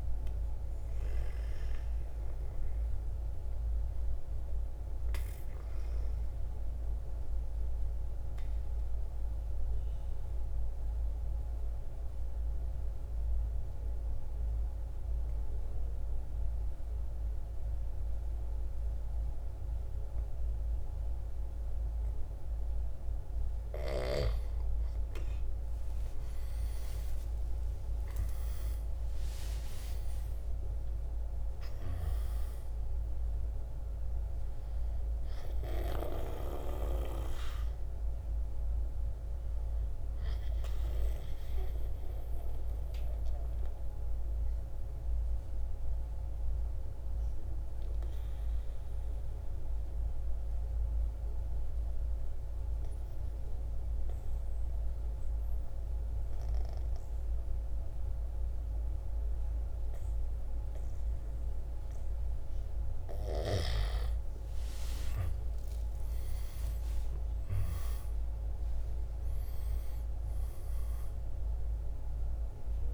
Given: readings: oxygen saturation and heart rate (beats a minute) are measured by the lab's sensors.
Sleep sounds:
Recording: breathing in sleep by a room microphone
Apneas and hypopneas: 2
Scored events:
0.00-1.50 s: drop in pulse transit time (device-marked, heart rate 58 extreme)
0.00-16.50 s: oxygen desaturation (device-marked, oxygen 87% lowest, heart rate 54 extreme)
3.50-23.00 s: obstructive apnea (oxygen 98% before, 87% lowest, heart rate 59 before, 54 extreme, up 9 after)
25.00-29.50 s: arousal
28.50-57.50 s: oxygen desaturation (device-marked, oxygen 98% before, 89% lowest, heart rate 56 before, 53 extreme)
29.50-40.50 s: drop in pulse transit time (device-marked, heart rate 56 before, 59 extreme)
40.00-62.00 s: obstructive apnea (oxygen 98% before, 88% lowest, heart rate 59 before, 52 extreme, up 7 after)
63.50-68.00 s: arousal
69.50-72.94 s: drop in pulse transit time (device-marked, heart rate 55 before, 56 extreme)
69.50-72.94 s: oxygen desaturation (device-marked, oxygen 98% before, 88% lowest, heart rate 55 before, 52 extreme)
From the record:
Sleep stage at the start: N2 (light sleep)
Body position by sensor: on the right side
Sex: male

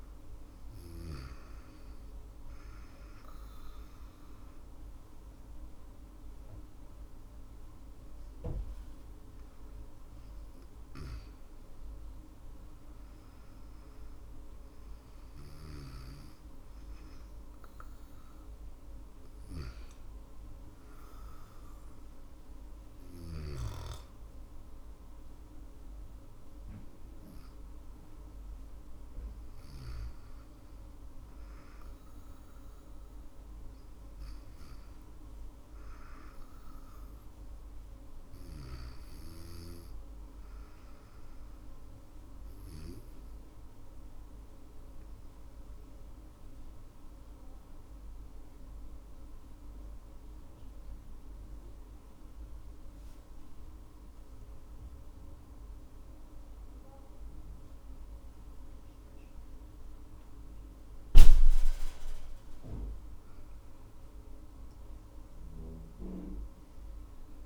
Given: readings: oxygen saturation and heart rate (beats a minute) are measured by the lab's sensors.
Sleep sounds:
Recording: breathing in sleep by a room microphone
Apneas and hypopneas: 1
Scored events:
11.00-22.00 s: drop in pulse transit time (device-marked, heart rate 62 before, 58 extreme)
39.50-60.00 s: obstructive apnea (oxygen 98% before, 95% lowest, heart rate 61 before, 54 extreme, up 26 after)
49.00-56.00 s: drop in pulse transit time (device-marked, heart rate 62 before, 54 extreme)
62.00-67.00 s: arousal
65.00-67.46 s: drop in pulse transit time (device-marked, heart rate 62 before, 62 extreme)
65.00-67.46 s: oxygen desaturation (device-marked, oxygen 98% before, 95% lowest, heart rate 62 before, 55 extreme)
From the record:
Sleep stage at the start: N2 (light sleep)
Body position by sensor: on the back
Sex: female

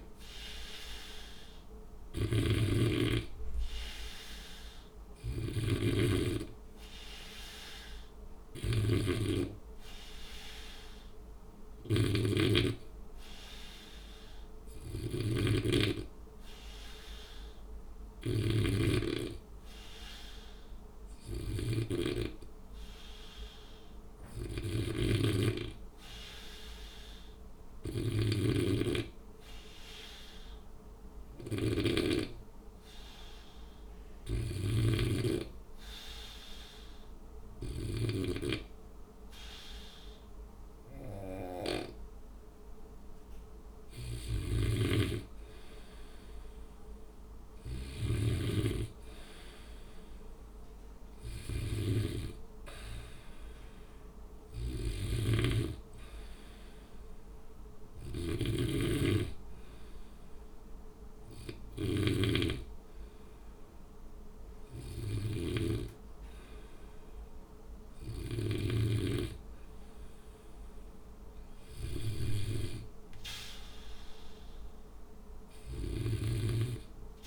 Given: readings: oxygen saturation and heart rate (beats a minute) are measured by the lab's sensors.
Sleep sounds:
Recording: breathing in sleep by a room microphone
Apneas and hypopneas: 1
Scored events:
0.00-1.50 s: arousal
0.00-18.50 s: snoring (device-marked)
5.00-21.00 s: oxygen desaturation (device-marked, oxygen 95% before, 92% lowest, heart rate 62 before, 61 extreme)
24.50-34.50 s: snoring (device-marked)
28.50-44.50 s: hypopnea (oxygen 95% before, 93% lowest, heart rate 62 before, 61 extreme, up 2 after)
44.50-68.50 s: snoring (device-marked)
47.00-50.50 s: arousal
From the record:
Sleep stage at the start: N2 (light sleep)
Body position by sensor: on the back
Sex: male

